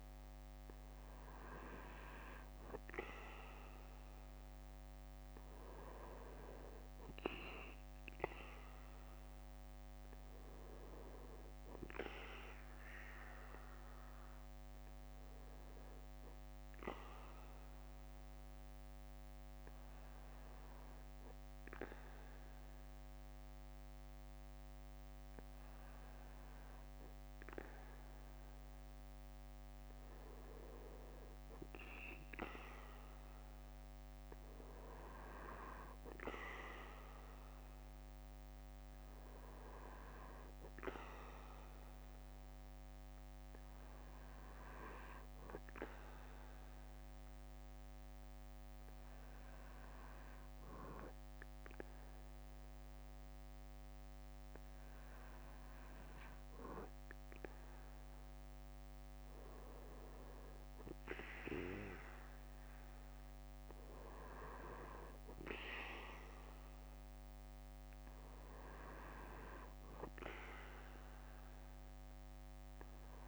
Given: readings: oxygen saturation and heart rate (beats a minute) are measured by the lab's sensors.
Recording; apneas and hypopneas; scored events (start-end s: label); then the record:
breathing in sleep by a microphone on the trachea; 2
5.00-7.00 s: bradycardia (device-marked, heart rate 60 before, 61 extreme)
14.00-27.00 s: bradycardia (device-marked, heart rate 60 before, 54 extreme)
15.50-27.00 s: hypopnea (oxygen 97% before, 95% lowest, heart rate 61 before, 54 extreme, up 7 after)
31.00-35.00 s: arousal
36.00-55.00 s: bradycardia (device-marked, heart rate 59 before, 55 extreme)
47.00-59.00 s: hypopnea (oxygen 96% before, 95% lowest, heart rate 60 before, 54 extreme, up 7 after)
61.00-63.00 s: bradycardia (device-marked, heart rate 59 before, 61 extreme)
61.00-65.00 s: arousal
65.00-67.00 s: bradycardia (device-marked, heart rate 59 before, 59 extreme)
70.00-72.00 s: bradycardia (device-marked, heart rate 59 before, 61 extreme)
From the record:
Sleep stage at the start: N2 (light sleep); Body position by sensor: on the back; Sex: male